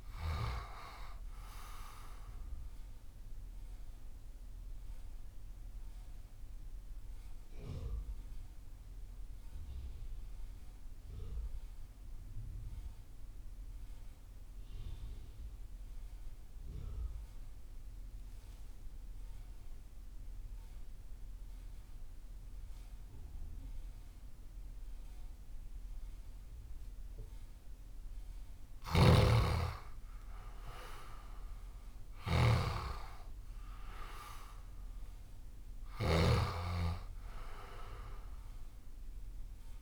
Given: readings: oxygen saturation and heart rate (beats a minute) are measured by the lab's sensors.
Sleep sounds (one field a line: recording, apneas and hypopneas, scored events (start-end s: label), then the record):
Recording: breathing in sleep by a room microphone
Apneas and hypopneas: 1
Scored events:
0.00-20.00 s: oxygen desaturation (device-marked, oxygen 73% lowest)
3.50-29.00 s: mixed apnea (oxygen 96% before, 73% lowest)
28.50-36.00 s: snoring (device-marked)
30.50-33.50 s: arousal
38.00-39.82 s: oxygen desaturation (device-marked, oxygen 96% before, 87% lowest)
From the record:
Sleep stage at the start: REM sleep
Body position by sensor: on the left side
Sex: male